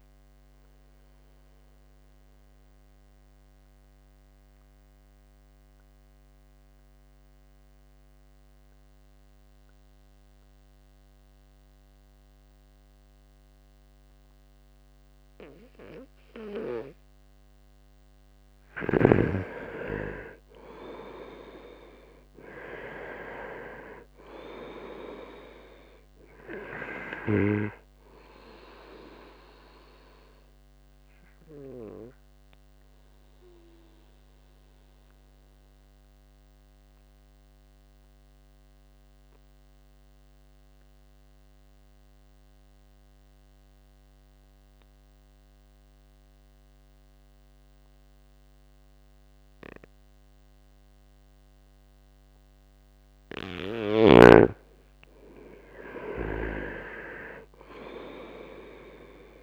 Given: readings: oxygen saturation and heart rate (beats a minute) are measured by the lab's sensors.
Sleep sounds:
breathing in sleep by a microphone on the trachea; 2
0.00-9.50 s: oxygen desaturation (device-marked, oxygen 89% lowest, heart rate 61 extreme)
0.50-17.50 s: mixed apnea (oxygen 98% before, 87% lowest, heart rate 67 before, 61 extreme, up 7 after)
19.50-24.00 s: arousal
24.50-45.50 s: oxygen desaturation (device-marked, oxygen 98% before, 87% lowest, heart rate 65 before, 62 extreme)
32.00-52.00 s: mixed apnea (oxygen 98% before, 87% lowest, heart rate 67 before, 62 extreme, up 0 after)
53.50-58.50 s: arousal
57.50-59.43 s: oxygen desaturation (device-marked, oxygen 97% before, 88% lowest, heart rate 65 before, 62 extreme)
From the record:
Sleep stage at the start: N2 (light sleep); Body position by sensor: on the right side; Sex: male

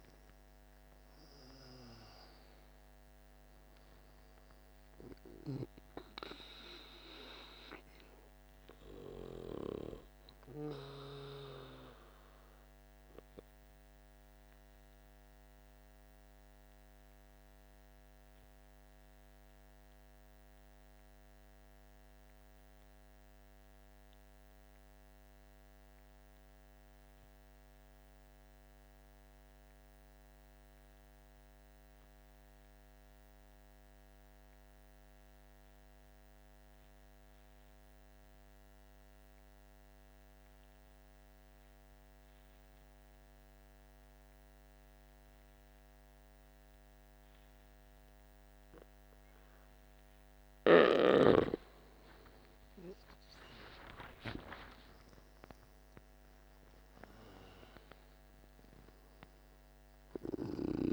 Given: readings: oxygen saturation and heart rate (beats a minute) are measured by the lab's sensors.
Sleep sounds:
breathing in sleep by a microphone on the trachea; 1
0.00-22.00 s: oxygen desaturation (device-marked, oxygen 87% lowest, heart rate 47 extreme)
14.00-51.00 s: mixed apnea (oxygen 98% before, 86% lowest, heart rate 55 before, 47 extreme, up 13 after)
43.00-60.93 s: oxygen desaturation (device-marked, oxygen 98% before, 86% lowest, heart rate 49 before, 48 extreme)
51.50-56.50 s: arousal
From the record:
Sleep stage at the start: N2 (light sleep); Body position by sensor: on the back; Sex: male

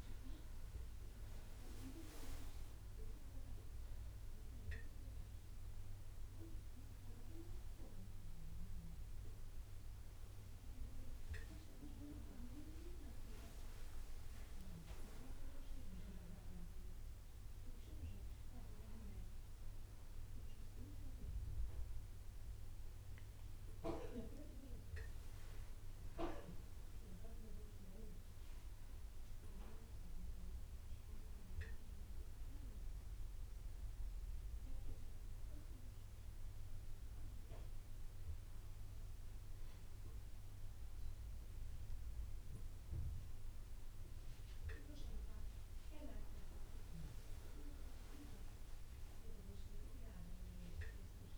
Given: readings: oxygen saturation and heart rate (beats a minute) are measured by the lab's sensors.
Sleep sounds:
breathing in sleep by a room microphone; 1
0.00-1.00 s: arousal
22.00-25.50 s: arousal
27.00-38.50 s: hypopnea (oxygen 97% before, 96% lowest)
41.00-45.50 s: arousal
From the record:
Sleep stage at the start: N1 (lightest sleep); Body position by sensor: on the back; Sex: male

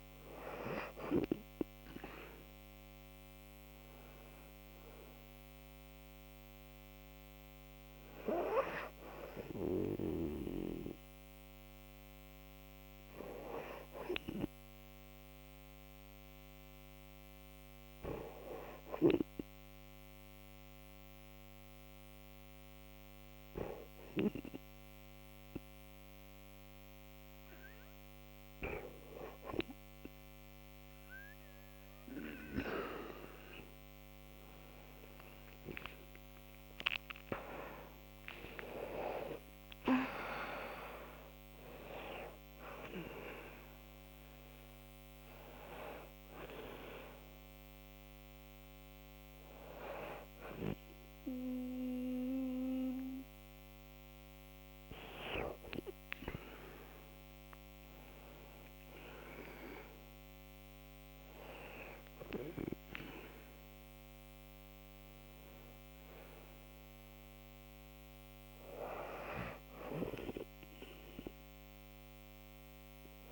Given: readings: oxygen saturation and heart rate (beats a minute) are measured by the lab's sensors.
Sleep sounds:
breathing in sleep by a microphone on the trachea; 1
15.00-29.00 s: hypopnea (oxygen 95% before, 94% lowest, heart rate 75 before, 68 extreme, up 6 after)
35.50-41.00 s: arousal
From the record:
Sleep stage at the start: N2 (light sleep); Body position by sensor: on the back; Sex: female

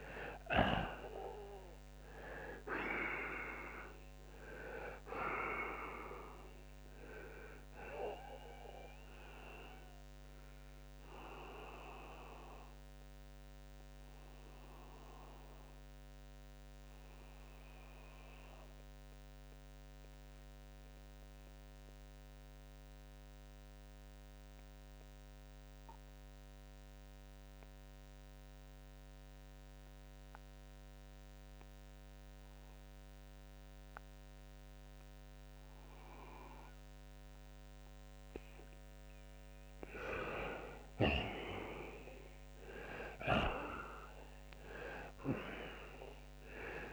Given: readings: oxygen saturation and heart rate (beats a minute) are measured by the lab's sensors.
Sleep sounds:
breathing in sleep by a microphone on the trachea; 1
0.00-1.50 s: oxygen desaturation (device-marked, oxygen 82% lowest, heart rate 66 extreme)
0.00-4.00 s: arousal
10.00-39.00 s: obstructive apnea (oxygen 95% before, 84% lowest, heart rate 82 before, 68 extreme, up 22 after)
20.50-39.50 s: oxygen desaturation (device-marked, oxygen 95% before, 88% lowest, heart rate 82 before, 68 extreme)
41.00-45.00 s: arousal
From the record:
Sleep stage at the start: N2 (light sleep); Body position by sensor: on the right side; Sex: male

